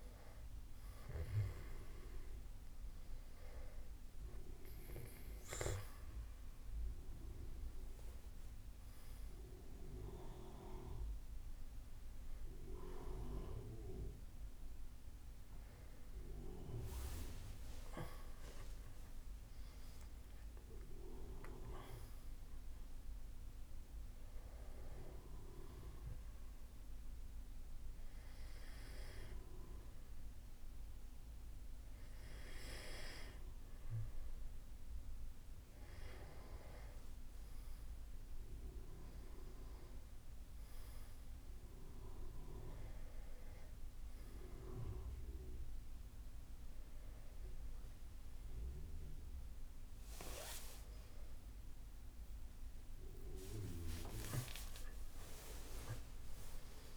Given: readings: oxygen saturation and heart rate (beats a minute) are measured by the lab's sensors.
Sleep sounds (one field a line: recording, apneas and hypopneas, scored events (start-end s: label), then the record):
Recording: breathing in sleep by a room microphone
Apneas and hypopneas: none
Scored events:
50.00-56.97 s: arousal
From the record:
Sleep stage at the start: N1 (lightest sleep)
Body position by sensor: on the back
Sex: male